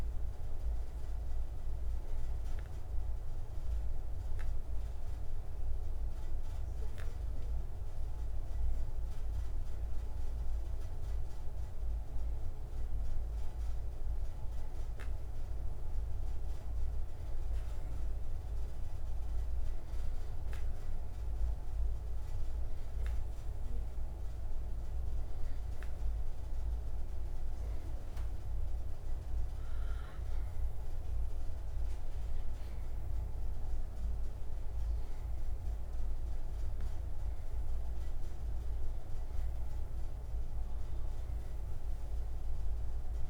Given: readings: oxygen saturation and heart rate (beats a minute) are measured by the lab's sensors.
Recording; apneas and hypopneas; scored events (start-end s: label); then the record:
breathing in sleep, hard to hear, by a room microphone; 1
2.00-23.00 s: oxygen desaturation (device-marked, oxygen 96% before, 87% lowest, heart rate 142 before, 76 extreme)
14.50-27.50 s: hypopnea (oxygen 96% before, 87% lowest, heart rate 114 before, 79 extreme, up 49 after)
30.50-35.00 s: arousal
From the record:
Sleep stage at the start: N2 (light sleep); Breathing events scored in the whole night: 189 in 3.3 hours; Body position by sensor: on the right side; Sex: male